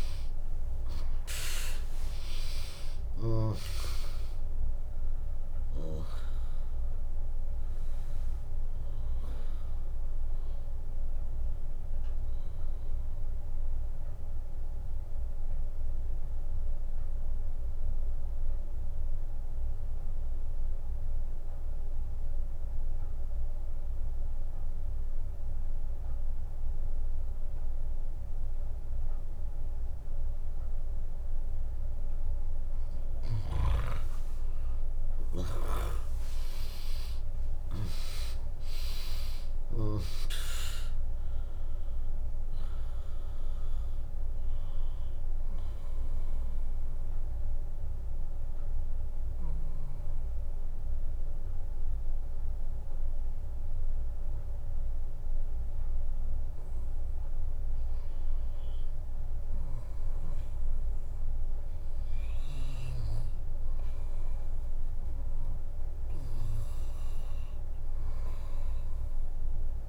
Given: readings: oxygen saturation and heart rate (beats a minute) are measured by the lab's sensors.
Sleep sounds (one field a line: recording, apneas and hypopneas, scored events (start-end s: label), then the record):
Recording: breathing in sleep by a room microphone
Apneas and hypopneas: 2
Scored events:
0.00-2.50 s: arousal
2.50-12.50 s: drop in pulse transit time (device-marked, heart rate 73 before, 65 extreme)
2.50-20.50 s: oxygen desaturation (device-marked, oxygen 100% before, 95% lowest, heart rate 73 before, 58 extreme)
13.50-33.50 s: obstructive apnea (oxygen 100% before, 94% lowest, heart rate 71 before, 58 extreme, up 4 after)
31.50-34.50 s: bradycardia (device-marked, heart rate 76 before, 60 extreme)
34.00-39.00 s: arousal
35.50-57.50 s: oxygen desaturation (device-marked, oxygen 100% before, 94% lowest, heart rate 75 before, 59 extreme)
39.50-60.50 s: drop in pulse transit time (device-marked, heart rate 71 before, 65 extreme)
46.00-57.50 s: obstructive apnea (oxygen 100% before, 94% lowest, heart rate 68 before, 59 extreme)
64.00-68.00 s: arousal
From the record:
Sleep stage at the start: N2 (light sleep)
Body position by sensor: on the back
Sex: female